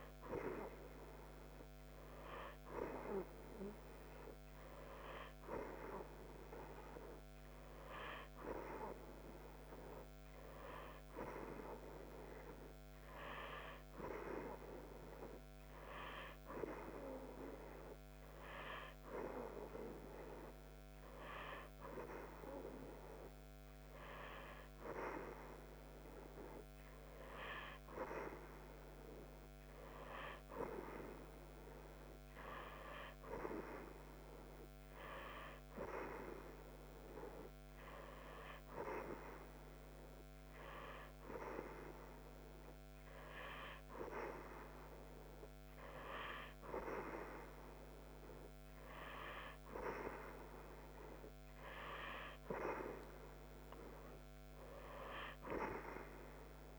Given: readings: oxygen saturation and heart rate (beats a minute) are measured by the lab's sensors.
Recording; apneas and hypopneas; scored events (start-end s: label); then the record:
breathing in sleep by a microphone on the trachea; none
none scored
From the record:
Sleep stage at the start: N2 (light sleep); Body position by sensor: on the right side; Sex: female